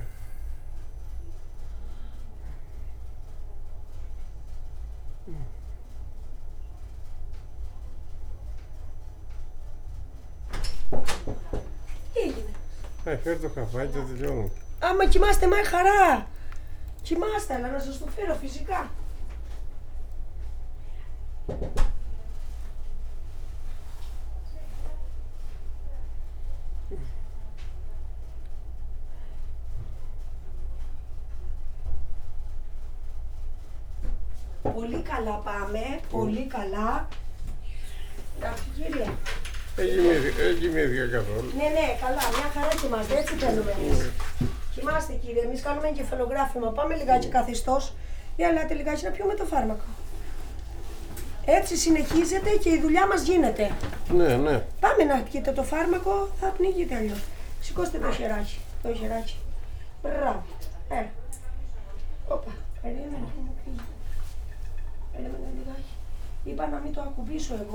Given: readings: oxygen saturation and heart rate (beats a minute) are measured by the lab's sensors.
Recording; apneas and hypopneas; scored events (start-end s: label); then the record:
a person awake in a sleep study, by a room microphone; none
6.00-14.00 s: oxygen desaturation (device-marked, oxygen 95% before, 92% lowest, heart rate 77 before, 64 extreme)
40.00-48.00 s: snoring (device-marked)
From the record:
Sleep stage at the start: awake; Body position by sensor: on the back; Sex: male